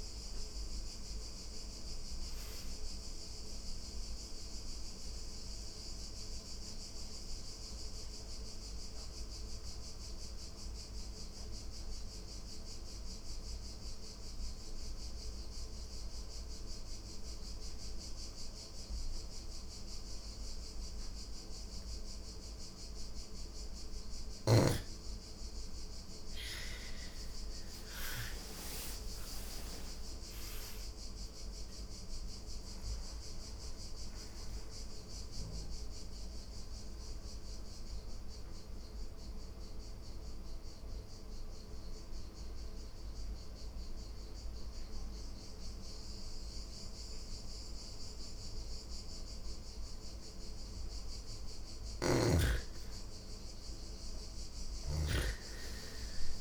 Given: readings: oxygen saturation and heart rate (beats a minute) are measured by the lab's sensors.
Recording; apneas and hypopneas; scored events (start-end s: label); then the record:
breathing in sleep by a room microphone; 2
0.00-12.50 s: oxygen desaturation (device-marked, oxygen 84% lowest)
3.00-23.00 s: mixed apnea (oxygen 99% before, 84% lowest, heart rate 77 before, 68 extreme)
25.00-29.00 s: arousal
26.50-46.50 s: oxygen desaturation (device-marked, oxygen 99% before, 87% lowest, heart rate 145 before, 68 extreme)
34.50-49.50 s: obstructive apnea (oxygen 99% before, 84% lowest, heart rate 132 before, 107 extreme)
51.00-55.00 s: arousal
From the record:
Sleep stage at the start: N2 (light sleep); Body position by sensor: on the back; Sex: female